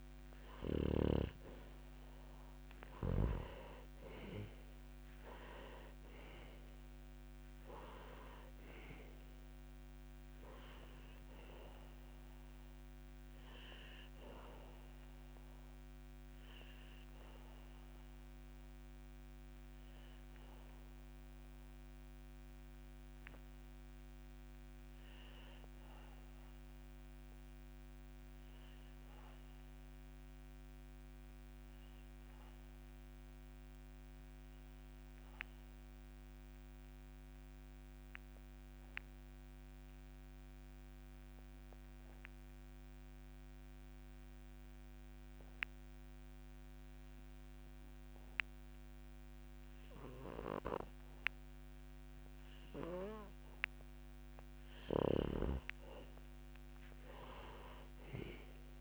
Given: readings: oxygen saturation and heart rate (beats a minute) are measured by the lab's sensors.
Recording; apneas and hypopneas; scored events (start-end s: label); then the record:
breathing in sleep by a microphone on the trachea; 1
0.00-2.50 s: arousal
0.00-16.00 s: oxygen desaturation (device-marked, oxygen 90% lowest, heart rate 60 extreme)
17.00-53.50 s: obstructive apnea (oxygen 95% before, 88% lowest, heart rate 66 before, 59 extreme, up 5 after)
52.00-58.81 s: oxygen desaturation (device-marked, oxygen 98% before, 88% lowest, heart rate 61 before, 60 extreme)
55.00-58.81 s: snoring (device-marked)
56.50-58.81 s: arousal
From the record:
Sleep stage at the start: N2 (light sleep); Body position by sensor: on the back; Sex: male